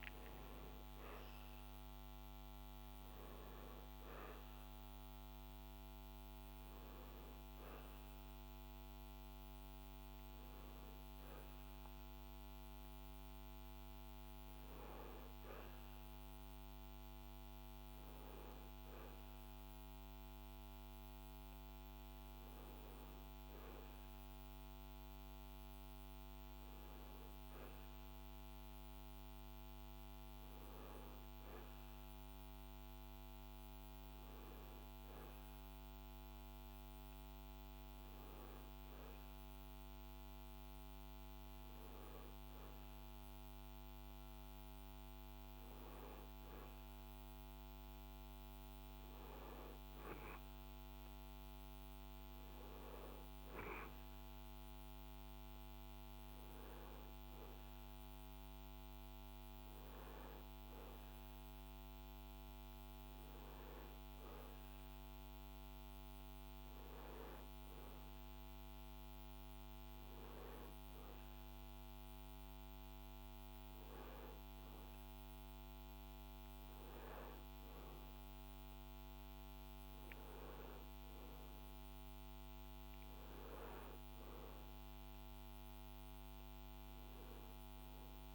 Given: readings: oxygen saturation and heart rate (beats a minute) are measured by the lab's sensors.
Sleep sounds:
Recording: a person awake in a sleep study, hard to hear, by a microphone on the trachea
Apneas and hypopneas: none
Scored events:
none scored
From the record:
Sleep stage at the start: awake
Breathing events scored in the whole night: 440 in 6.9 hours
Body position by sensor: on the back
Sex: male

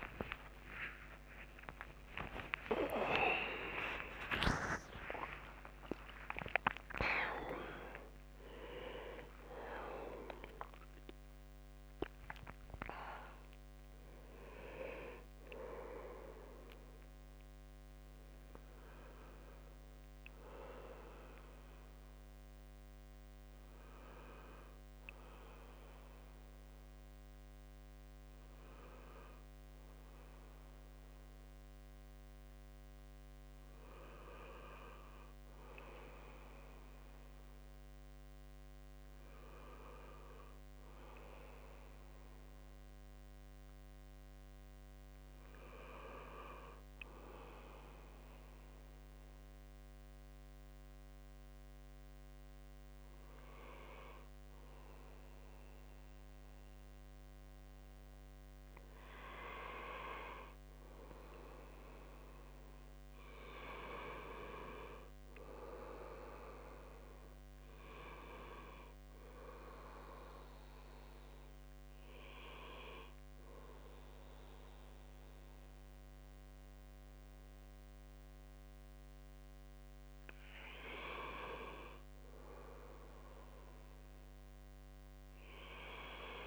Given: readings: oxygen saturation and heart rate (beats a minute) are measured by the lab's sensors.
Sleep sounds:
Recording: breathing in sleep by a microphone on the trachea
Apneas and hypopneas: 1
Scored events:
0.00-1.00 s: long interval between heartbeats (device-marked, heart rate 125 extreme)
0.00-1.50 s: arousal
0.00-16.00 s: oxygen desaturation (device-marked, oxygen 85% lowest, heart rate 59 extreme)
1.00-3.00 s: long interval between heartbeats (device-marked, heart rate 78 before, 153 extreme)
4.00-64.00 s: new sleep stage, N1 (lightest sleep)
4.50-6.50 s: long interval between heartbeats (device-marked, heart rate 90 before, 113 extreme)
41.00-45.00 s: arousal
44.00-50.00 s: oxygen desaturation (device-marked, oxygen 96% before, 93% lowest, heart rate 70 before, 65 extreme)
48.00-59.50 s: mixed apnea (oxygen 98% before, 90% lowest, heart rate 70 before, 65 extreme, up 3 after)
60.00-81.00 s: oxygen desaturation (device-marked, oxygen 94% before, 90% lowest, heart rate 68 before, 65 extreme)
61.00-64.00 s: arousal
64.00-86.47 s: new sleep stage, N2 (light sleep)
85.00-86.47 s: arousal
From the record:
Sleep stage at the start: N2 (light sleep)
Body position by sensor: on the right side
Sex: male

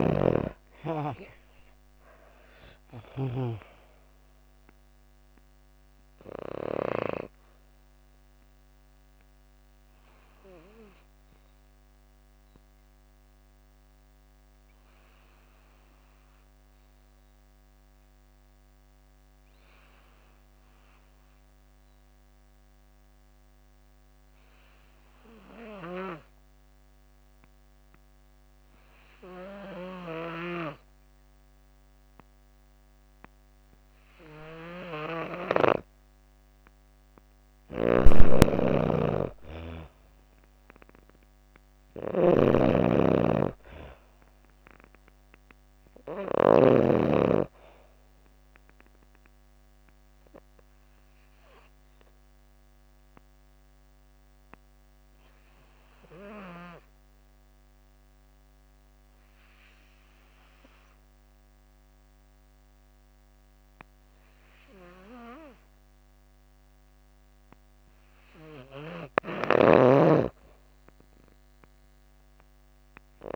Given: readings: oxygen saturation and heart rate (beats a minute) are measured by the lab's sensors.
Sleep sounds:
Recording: breathing in sleep by a microphone on the trachea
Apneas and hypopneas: 2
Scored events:
0.00-2.50 s: snoring (device-marked)
0.00-15.50 s: oxygen desaturation (device-marked, oxygen 79% lowest)
3.50-35.50 s: obstructive apnea (oxygen 97% before, 79% lowest)
34.50-64.50 s: oxygen desaturation (device-marked, oxygen 99% before, 84% lowest)
36.50-45.50 s: snoring (device-marked)
38.50-42.50 s: arousal
47.00-67.50 s: obstructive apnea (oxygen 99% before, 84% lowest)
68.50-73.36 s: snoring (device-marked)
69.00-73.00 s: arousal
70.50-73.36 s: oxygen desaturation (device-marked, oxygen 97% before, 85% lowest)
From the record:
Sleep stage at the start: N2 (light sleep)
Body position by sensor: on the back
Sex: female

